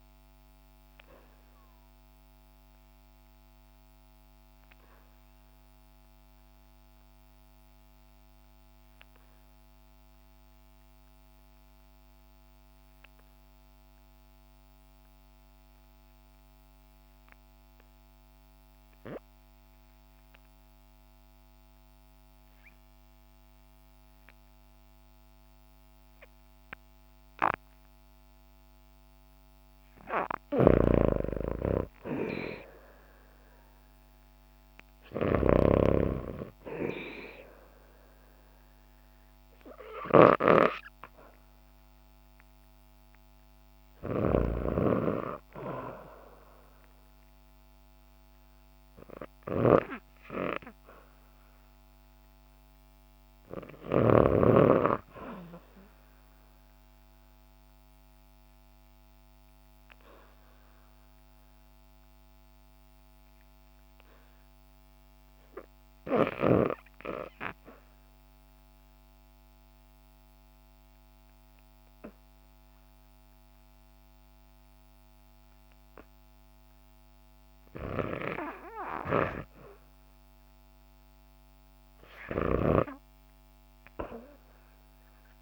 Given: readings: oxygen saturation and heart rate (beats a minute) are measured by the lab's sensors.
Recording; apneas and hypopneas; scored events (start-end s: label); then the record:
breathing in sleep by a microphone on the trachea; 2
0.00-18.00 s: oxygen desaturation (device-marked, oxygen 78% lowest, heart rate 54 extreme)
0.50-28.50 s: obstructive apnea (oxygen 98% before, 75% lowest, heart rate 62 before, 55 extreme, up 23 after)
20.00-55.00 s: oxygen desaturation (device-marked, oxygen 94% before, 75% lowest, heart rate 62 before, 55 extreme)
30.50-54.00 s: snoring (device-marked)
31.00-34.50 s: arousal
56.50-77.50 s: obstructive apnea (oxygen 87% before, 80% lowest, heart rate 80 before, 57 extreme, up 14 after)
73.00-85.42 s: oxygen desaturation (device-marked, oxygen 95% before, 80% lowest, heart rate 74 before, 57 extreme)
82.00-85.42 s: snoring (device-marked)
82.50-85.42 s: arousal
From the record:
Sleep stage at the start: REM sleep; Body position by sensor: on the back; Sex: female